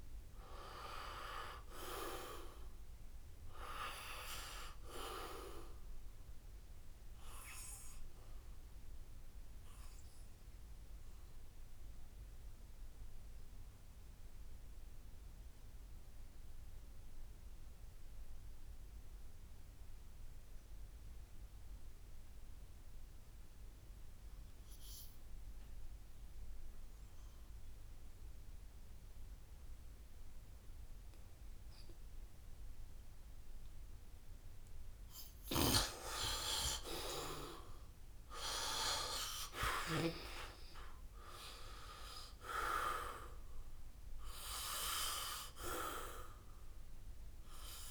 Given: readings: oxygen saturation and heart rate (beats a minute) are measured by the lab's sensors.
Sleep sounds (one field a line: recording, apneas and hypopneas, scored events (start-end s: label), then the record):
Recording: breathing in sleep by a room microphone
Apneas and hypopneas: 1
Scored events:
0.00-19.50 s: oxygen desaturation (device-marked, oxygen 66% lowest, heart rate 68 extreme)
10.50-34.00 s: obstructive apnea (oxygen 77% before, 66% lowest, heart rate 85 before, 68 extreme, up 6 after)
26.50-47.91 s: oxygen desaturation (device-marked, oxygen 99% before, 74% lowest, heart rate 78 before, 68 extreme)
36.00-40.50 s: arousal
From the record:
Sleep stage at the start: REM sleep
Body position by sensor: on the back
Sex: male